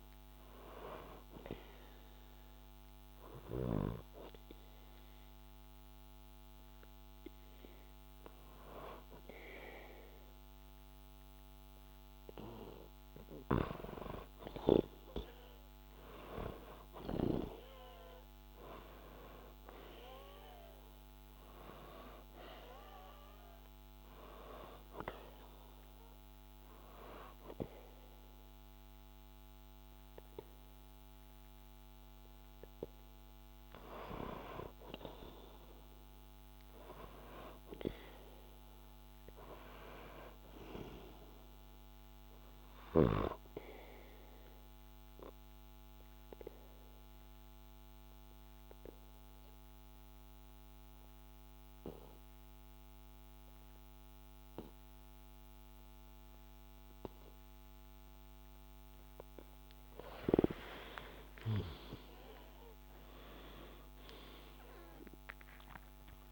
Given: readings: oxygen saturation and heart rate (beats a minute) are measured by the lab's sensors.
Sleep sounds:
breathing in sleep by a microphone on the trachea; 3
2.00-13.00 s: obstructive apnea (oxygen 97% before, 92% lowest, heart rate 63 before, 61 extreme, up 2 after)
3.00-21.00 s: oxygen desaturation (device-marked, oxygen 97% before, 93% lowest, heart rate 63 before, 61 extreme)
15.00-19.00 s: arousal
23.00-33.50 s: hypopnea (oxygen 97% before, 90% lowest, heart rate 63 before, 61 extreme, up 4 after)
36.00-40.00 s: arousal
44.50-58.00 s: obstructive apnea (oxygen 96% before, 90% lowest, heart rate 63 before, 60 extreme, up 2 after)
60.00-65.50 s: arousal
From the record:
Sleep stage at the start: N2 (light sleep); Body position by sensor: on the back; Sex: male

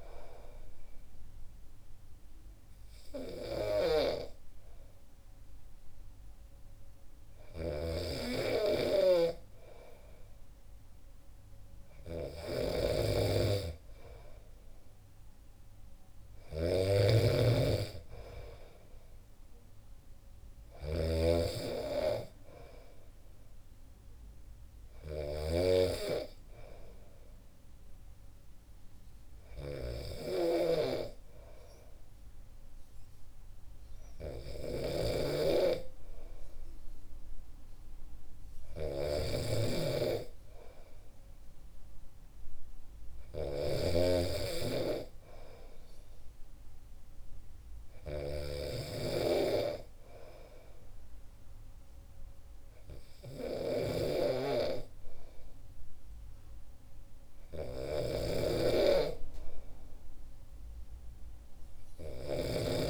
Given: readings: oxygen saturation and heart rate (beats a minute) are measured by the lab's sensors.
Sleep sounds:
breathing in sleep by a room microphone; 1
0.50-11.50 s: hypopnea (oxygen 95% before, 93% lowest, heart rate 65 before, 63 extreme, up 0 after)
7.50-62.90 s: snoring (device-marked)
15.00-18.00 s: arousal
From the record:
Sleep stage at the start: N2 (light sleep); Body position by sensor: on the back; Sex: male

